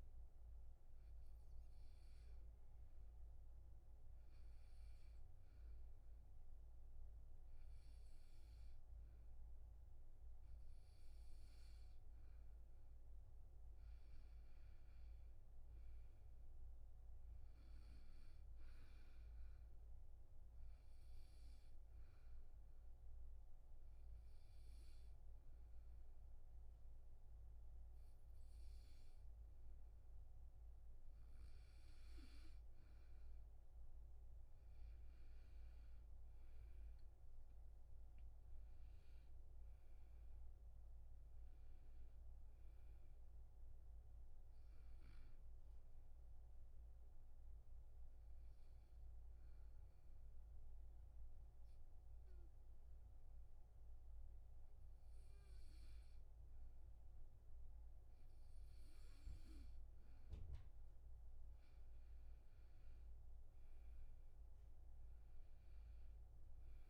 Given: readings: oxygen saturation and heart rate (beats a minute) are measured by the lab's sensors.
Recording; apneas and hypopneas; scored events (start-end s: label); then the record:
breathing in sleep, hard to hear, by a room microphone; 3
1.00-12.00 s: hypopnea (oxygen 97% before, 90% lowest, heart rate 69 before, 69 extreme, up 14 after)
2.00-14.00 s: oxygen desaturation (device-marked, oxygen 97% before, 92% lowest, heart rate 68 before, 69 extreme)
14.00-17.00 s: arousal
19.00-32.00 s: oxygen desaturation (device-marked, oxygen 96% before, 92% lowest, heart rate 73 before, 148 extreme)
21.00-32.00 s: obstructive apnea (oxygen 97% before, 90% lowest, heart rate 75 before, 165 extreme)
34.50-39.00 s: arousal
39.00-56.00 s: oxygen desaturation (device-marked, oxygen 97% before, 90% lowest, heart rate 171 before, 95 extreme)
48.00-60.00 s: obstructive apnea (oxygen 97% before, 90% lowest, heart rate 200 before, 71 extreme, up 36 after)
62.00-66.00 s: arousal
From the record:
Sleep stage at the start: N2 (light sleep); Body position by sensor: on the back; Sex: male